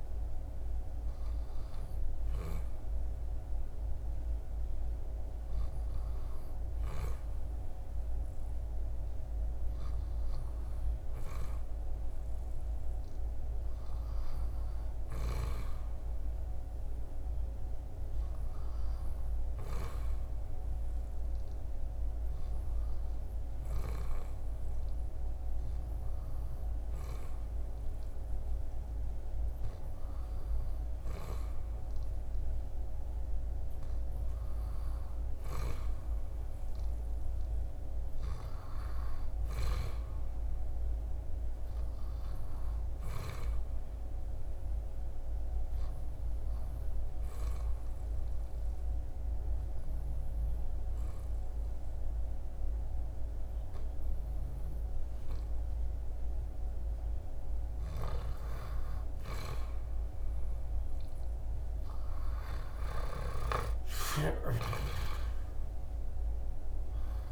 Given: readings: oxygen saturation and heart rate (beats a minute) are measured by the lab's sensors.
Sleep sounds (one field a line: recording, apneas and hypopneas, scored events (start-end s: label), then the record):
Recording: breathing in sleep by a room microphone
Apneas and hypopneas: 2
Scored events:
18.00-29.00 s: hypopnea (oxygen 98% before, 95% lowest, heart rate 75 before, 73 extreme, up 1 after)
34.00-38.00 s: arousal
45.00-56.50 s: obstructive apnea (oxygen 98% before, 95% lowest, heart rate 76 before, 71 extreme, up 6 after)
57.00-63.00 s: snoring (device-marked)
60.00-63.50 s: arousal
From the record:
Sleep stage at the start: N2 (light sleep)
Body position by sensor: on the back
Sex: male